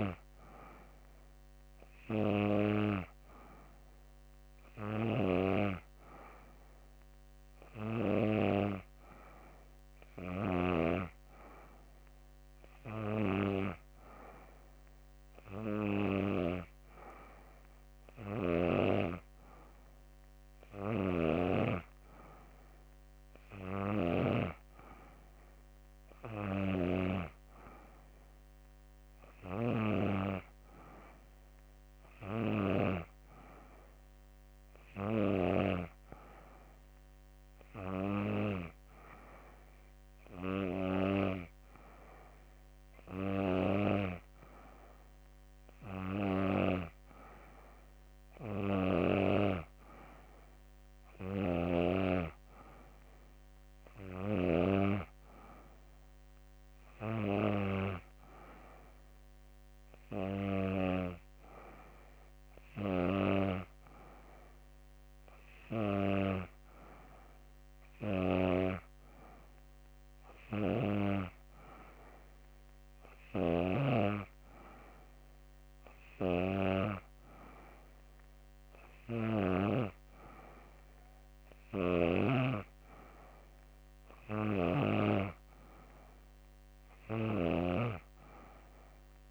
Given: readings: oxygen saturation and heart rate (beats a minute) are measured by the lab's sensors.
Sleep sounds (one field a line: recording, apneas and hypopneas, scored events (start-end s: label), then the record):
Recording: breathing in sleep by a microphone on the trachea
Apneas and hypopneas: none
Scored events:
none scored
From the record:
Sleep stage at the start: N3 (deep sleep)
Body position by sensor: on the back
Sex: female